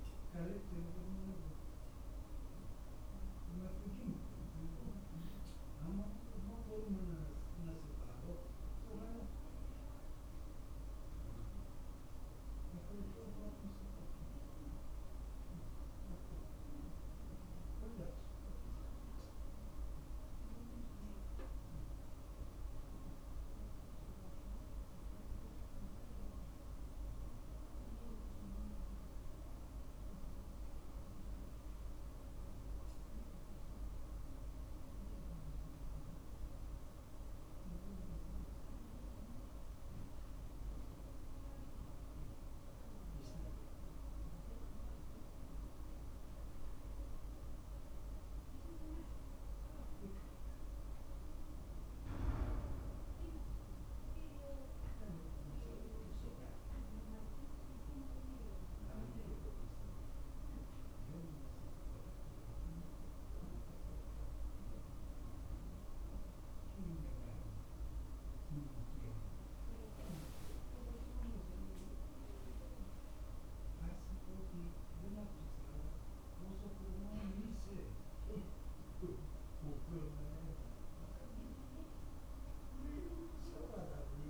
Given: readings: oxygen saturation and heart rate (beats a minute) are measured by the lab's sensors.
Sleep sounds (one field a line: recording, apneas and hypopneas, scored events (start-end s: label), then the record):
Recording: a person awake in a sleep study, by a room microphone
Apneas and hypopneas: none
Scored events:
7.00-9.00 s: long interval between heartbeats (device-marked, heart rate 47 before, 50 extreme)
From the record:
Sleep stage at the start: awake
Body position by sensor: on the back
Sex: male